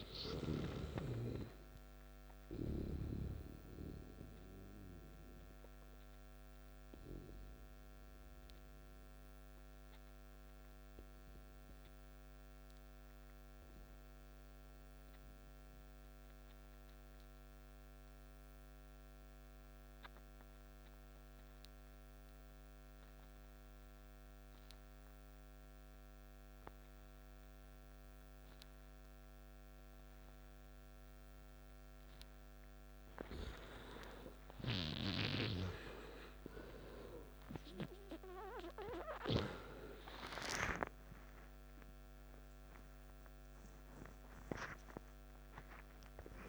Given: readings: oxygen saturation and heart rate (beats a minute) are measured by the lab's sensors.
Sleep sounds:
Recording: breathing in sleep by a microphone on the trachea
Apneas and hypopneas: 1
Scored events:
1.50-13.50 s: oxygen desaturation (device-marked, oxygen 92% before, 88% lowest, heart rate 64 before, 55 extreme)
6.00-33.00 s: obstructive apnea (oxygen 94% before, 88% lowest, heart rate 63 before, 55 extreme, up 12 after)
29.50-46.49 s: oxygen desaturation (device-marked, oxygen 97% before, 90% lowest, heart rate 56 before, 51 extreme)
34.00-39.00 s: arousal
From the record:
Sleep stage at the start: N2 (light sleep)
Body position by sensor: on the back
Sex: male

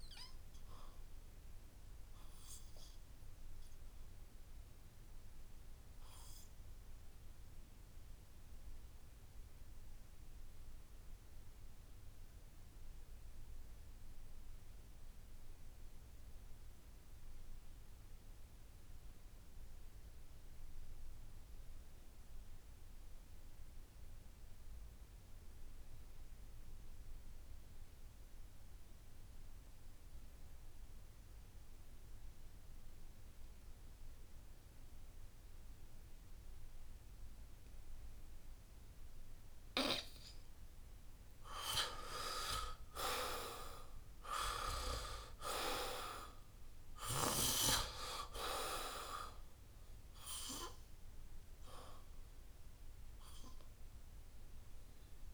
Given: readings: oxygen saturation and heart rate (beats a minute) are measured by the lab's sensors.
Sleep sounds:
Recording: breathing in sleep by a room microphone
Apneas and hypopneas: 1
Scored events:
0.00-19.00 s: oxygen desaturation (device-marked, oxygen 75% lowest, heart rate 65 extreme)
6.00-40.50 s: obstructive apnea (oxygen 91% before, 73% lowest, heart rate 75 before, 64 extreme, up 12 after)
26.50-28.50 s: long interval between heartbeats (device-marked, heart rate 68 before, 70 extreme)
29.00-55.33 s: oxygen desaturation (device-marked, oxygen 97% before, 73% lowest, heart rate 68 before, 64 extreme)
42.00-45.00 s: arousal
From the record:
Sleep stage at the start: N2 (light sleep)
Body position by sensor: on the back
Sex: male

